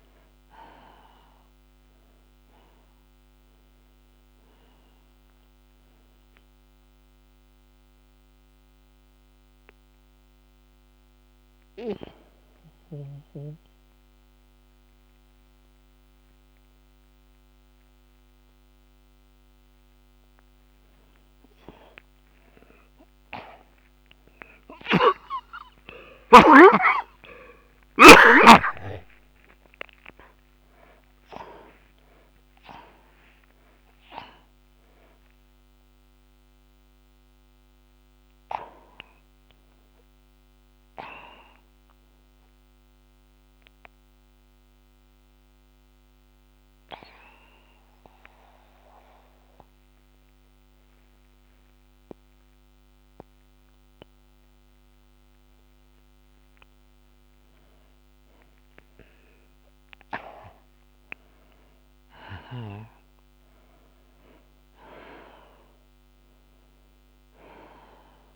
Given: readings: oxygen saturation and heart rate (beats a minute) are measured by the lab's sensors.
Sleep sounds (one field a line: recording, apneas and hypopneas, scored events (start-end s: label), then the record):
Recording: breathing in sleep by a microphone on the trachea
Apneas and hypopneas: 2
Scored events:
2.50-20.50 s: oxygen desaturation (device-marked, oxygen 97% before, 84% lowest)
6.00-20.00 s: mixed apnea (oxygen 97% before, 76% lowest)
24.50-29.00 s: arousal
25.00-28.50 s: snoring (device-marked)
34.50-52.50 s: oxygen desaturation (device-marked, oxygen 93% before, 76% lowest)
43.50-57.00 s: mixed apnea (oxygen 93% before, 78% lowest)
60.50-64.00 s: arousal
61.50-68.36 s: oxygen desaturation (device-marked, oxygen 98% before, 78% lowest)
From the record:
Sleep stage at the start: N2 (light sleep)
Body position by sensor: on the back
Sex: male